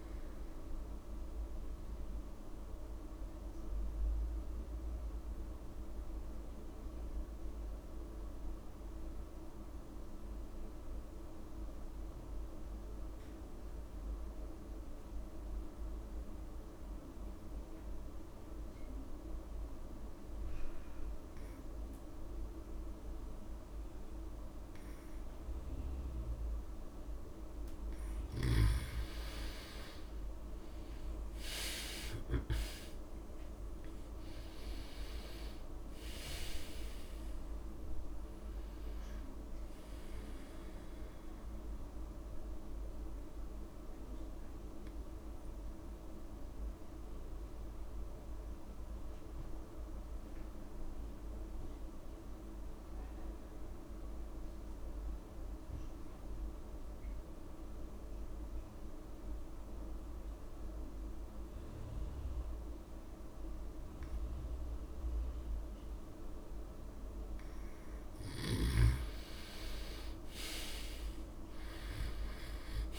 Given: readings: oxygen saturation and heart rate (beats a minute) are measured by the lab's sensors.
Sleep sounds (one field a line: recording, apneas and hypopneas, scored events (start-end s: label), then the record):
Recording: breathing in sleep, hard to hear, by a room microphone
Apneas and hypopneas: 2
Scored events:
0.00-16.50 s: oxygen desaturation (device-marked, oxygen 86% lowest)
1.00-27.00 s: obstructive apnea (oxygen 98% before, 84% lowest)
22.50-53.50 s: oxygen desaturation (device-marked, oxygen 98% before, 84% lowest)
30.00-34.00 s: arousal
42.00-67.50 s: obstructive apnea (oxygen 98% before, 84% lowest)
67.50-72.99 s: oxygen desaturation (device-marked, oxygen 98% before, 85% lowest)
68.50-72.50 s: arousal
From the record:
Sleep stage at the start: N2 (light sleep)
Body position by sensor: on the back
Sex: male